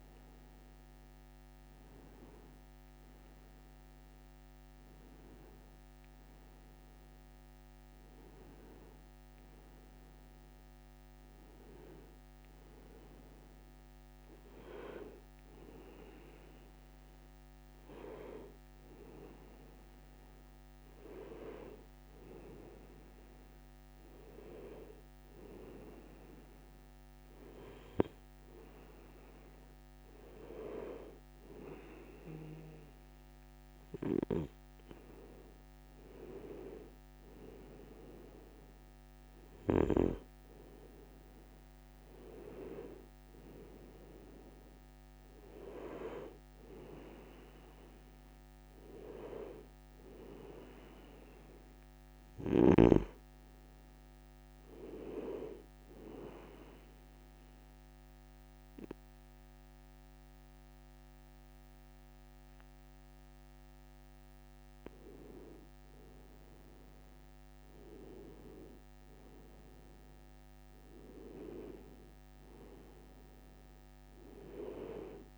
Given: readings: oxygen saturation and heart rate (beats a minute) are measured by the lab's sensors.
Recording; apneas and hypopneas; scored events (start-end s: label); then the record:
breathing in sleep by a microphone on the trachea; none
0.00-6.00 s: oxygen desaturation (device-marked, oxygen 94% lowest)
From the record:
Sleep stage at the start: N2 (light sleep); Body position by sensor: on the right side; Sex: male